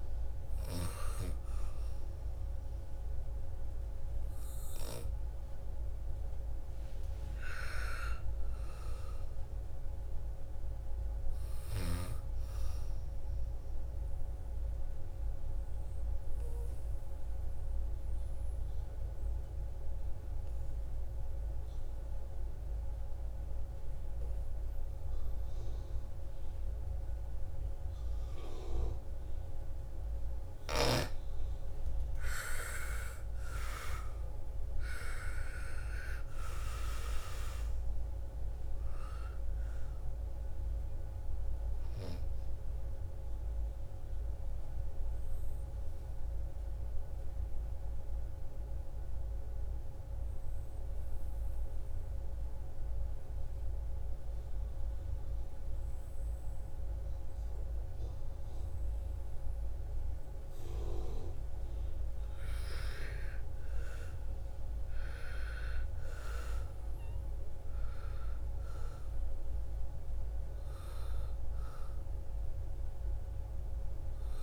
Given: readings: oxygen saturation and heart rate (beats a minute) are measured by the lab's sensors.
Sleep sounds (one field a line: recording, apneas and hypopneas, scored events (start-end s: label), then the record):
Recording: breathing in sleep by a room microphone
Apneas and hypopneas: 2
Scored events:
0.00-11.50 s: oxygen desaturation (device-marked, oxygen 88% lowest, heart rate 55 extreme)
13.00-30.00 s: obstructive apnea (oxygen 99% before, 84% lowest, heart rate 64 before, 55 extreme, up 15 after)
30.50-53.50 s: oxygen desaturation (device-marked, oxygen 97% before, 84% lowest, heart rate 59 before, 55 extreme)
32.00-35.00 s: arousal
43.00-61.00 s: obstructive apnea (oxygen 98% before, 84% lowest, heart rate 62 before, 55 extreme, up 8 after)
61.50-74.43 s: oxygen desaturation (device-marked, oxygen 100% before, 89% lowest, heart rate 59 before, 54 extreme)
62.00-65.50 s: arousal
From the record:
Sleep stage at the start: N2 (light sleep)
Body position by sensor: on the back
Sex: female